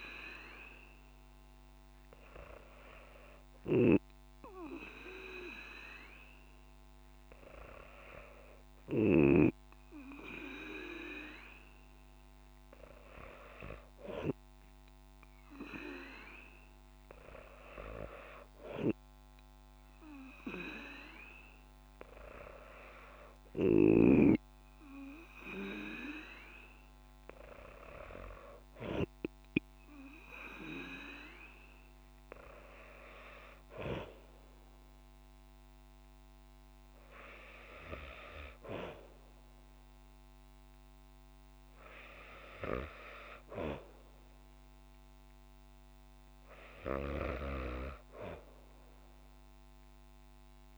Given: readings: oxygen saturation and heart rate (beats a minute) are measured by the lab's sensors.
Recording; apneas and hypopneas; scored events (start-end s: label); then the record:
breathing in sleep by a microphone on the trachea; none
none scored
From the record:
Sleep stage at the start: N2 (light sleep); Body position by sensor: on the back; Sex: female